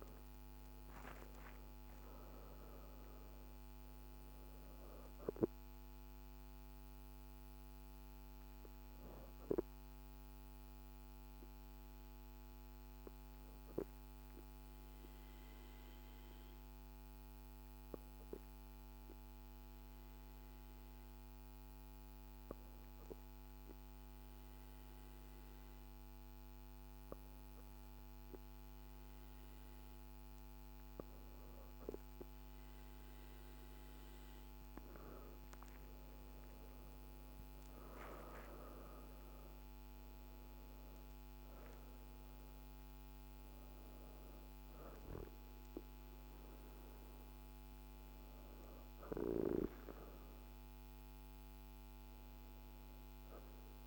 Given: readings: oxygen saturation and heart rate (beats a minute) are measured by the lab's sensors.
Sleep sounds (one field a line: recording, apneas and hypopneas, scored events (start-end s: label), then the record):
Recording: breathing in sleep by a microphone on the trachea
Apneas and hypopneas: 1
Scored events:
0.00-2.00 s: arousal
0.00-22.50 s: oxygen desaturation (device-marked, oxygen 92% lowest, heart rate 49 extreme)
8.50-29.50 s: obstructive apnea (oxygen 98% before, 92% lowest, heart rate 62 before, 50 extreme, up 2 after)
32.50-37.50 s: arousal
38.50-53.87 s: oxygen desaturation (device-marked, oxygen 97% before, 93% lowest, heart rate 54 before, 48 extreme)
From the record:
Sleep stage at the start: N2 (light sleep)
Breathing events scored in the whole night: 171 in 4.5 hours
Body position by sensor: on the back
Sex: female